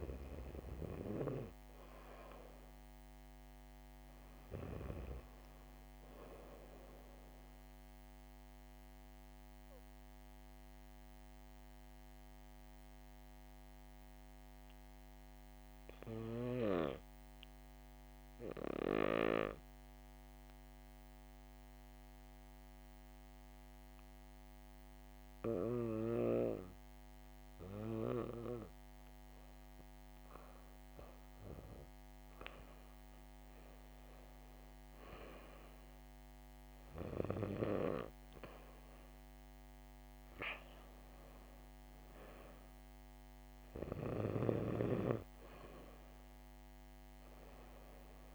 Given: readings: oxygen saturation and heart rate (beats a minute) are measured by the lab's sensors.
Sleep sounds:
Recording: breathing in sleep by a microphone on the trachea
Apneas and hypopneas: 1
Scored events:
0.00-1.00 s: oxygen desaturation (device-marked, oxygen 93% lowest, heart rate 69 extreme)
4.00-7.00 s: arousal
10.00-28.50 s: hypopnea (oxygen 99% before, 94% lowest, heart rate 70 before, 67 extreme)
30.50-34.50 s: arousal
35.00-48.35 s: oxygen desaturation (device-marked, oxygen 99% before, 94% lowest, heart rate 70 before, 69 extreme)
From the record:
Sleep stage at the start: REM sleep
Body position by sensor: on the back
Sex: female

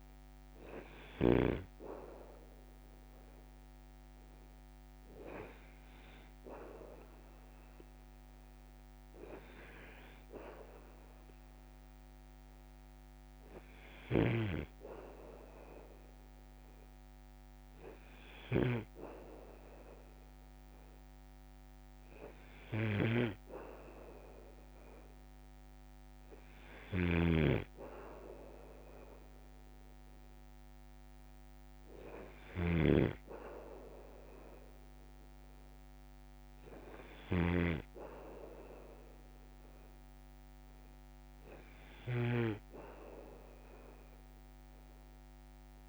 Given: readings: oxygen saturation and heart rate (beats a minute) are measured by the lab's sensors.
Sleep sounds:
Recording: breathing in sleep by a microphone on the trachea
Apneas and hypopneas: none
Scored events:
0.00-1.50 s: snoring (device-marked)
14.00-45.89 s: snoring (device-marked)
From the record:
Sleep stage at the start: N2 (light sleep)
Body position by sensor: on the back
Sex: male

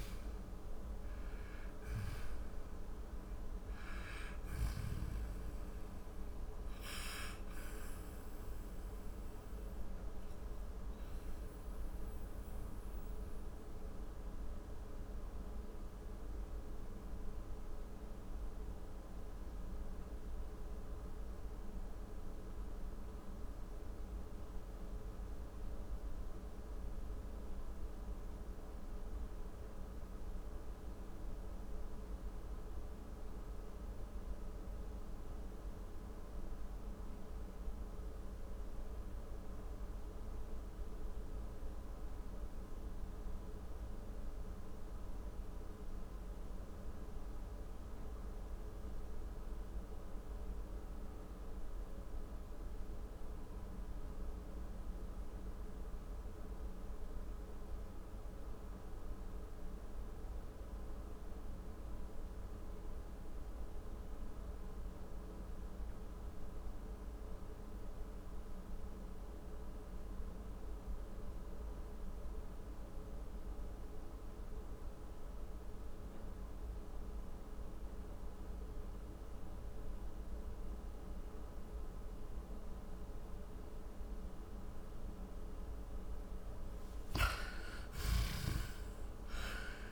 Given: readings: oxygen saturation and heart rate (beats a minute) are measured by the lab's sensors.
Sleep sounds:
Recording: breathing in sleep, hard to hear, by a room microphone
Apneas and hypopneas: 1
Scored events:
0.00-32.50 s: oxygen desaturation (device-marked, oxygen 87% lowest, heart rate 40 extreme)
6.50-85.50 s: mixed apnea (oxygen 97% before, 82% lowest, heart rate 74 before, 40 extreme, up 18 after)
67.50-86.50 s: oxygen desaturation (device-marked, oxygen 97% before, 92% lowest, heart rate 56 before, 48 extreme)
86.50-89.92 s: arousal
88.50-89.92 s: oxygen desaturation (device-marked, oxygen 94% before, 82% lowest, heart rate 50 before, 47 extreme)
From the record:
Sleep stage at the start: N2 (light sleep)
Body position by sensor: on the back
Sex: male

